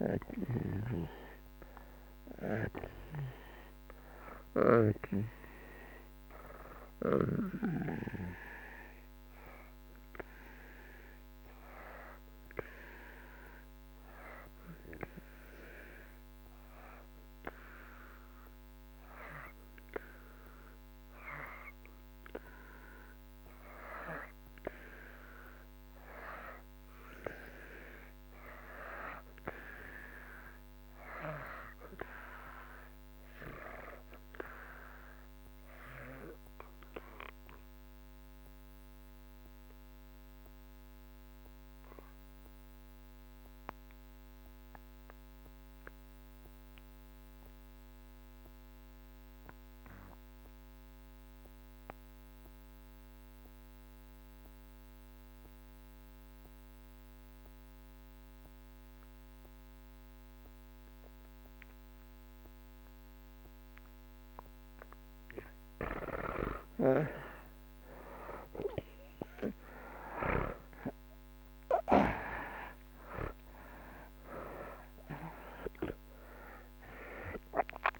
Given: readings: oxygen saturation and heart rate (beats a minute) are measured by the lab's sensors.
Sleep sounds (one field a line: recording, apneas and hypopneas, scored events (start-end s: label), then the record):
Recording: breathing in sleep by a microphone on the trachea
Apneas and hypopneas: 2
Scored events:
5.50-12.50 s: oxygen desaturation (device-marked, oxygen 93% before, 87% lowest)
6.50-22.50 s: hypopnea (oxygen 93% before, 76% lowest)
14.50-27.50 s: oxygen desaturation (device-marked, oxygen 91% before, 88% lowest)
25.50-30.00 s: arousal
36.00-64.50 s: obstructive apnea (oxygen 94% before, 66% lowest)
40.50-54.50 s: oxygen desaturation (device-marked, oxygen 94% before, 86% lowest)
56.50-78.00 s: oxygen desaturation (device-marked, oxygen 88% before, 66% lowest)
65.50-70.50 s: arousal
From the record:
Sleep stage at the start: REM sleep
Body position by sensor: on the back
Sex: male